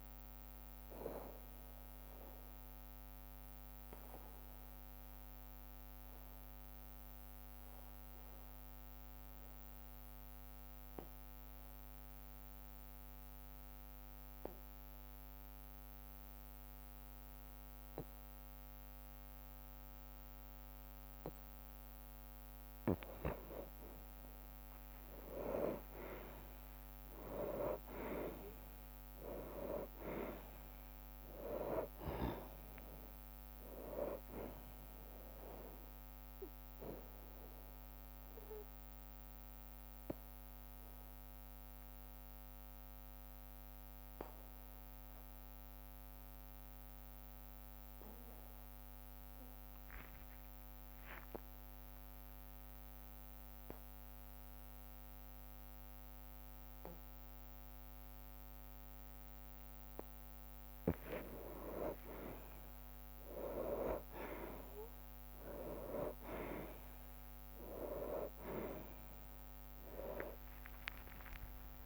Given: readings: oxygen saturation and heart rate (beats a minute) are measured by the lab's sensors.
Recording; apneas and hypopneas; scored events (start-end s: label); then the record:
breathing in sleep by a microphone on the trachea; 2
0.00-3.50 s: drop in pulse transit time (device-marked, heart rate 61 extreme)
0.00-14.50 s: oxygen desaturation (device-marked, oxygen 91% lowest, heart rate 55 extreme)
1.00-22.00 s: obstructive apnea (oxygen 98% before, 89% lowest, heart rate 60 before, 53 extreme, up 7 after)
4.50-25.50 s: bradycardia (device-marked, heart rate 59 before, 55 extreme)
24.50-28.50 s: arousal
26.50-39.50 s: drop in pulse transit time (device-marked, heart rate 56 before, 59 extreme)
28.50-55.50 s: oxygen desaturation (device-marked, oxygen 97% before, 89% lowest, heart rate 56 before, 53 extreme)
33.00-35.00 s: long interval between heartbeats (device-marked, heart rate 58 before, 70 extreme)
36.00-59.50 s: obstructive apnea (oxygen 97% before, 89% lowest, heart rate 60 before, 53 extreme, up 1 after)
36.50-65.50 s: bradycardia (device-marked, heart rate 59 before, 53 extreme)
61.00-66.50 s: arousal
61.50-71.86 s: drop in pulse transit time (device-marked, heart rate 56 before, 53 extreme)
67.50-71.86 s: oxygen desaturation (device-marked, oxygen 97% before, 92% lowest, heart rate 56 before, 53 extreme)
69.50-71.50 s: long interval between heartbeats (device-marked, heart rate 56 before, 76 extreme)
From the record:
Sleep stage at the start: N2 (light sleep); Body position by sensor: on the back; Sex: male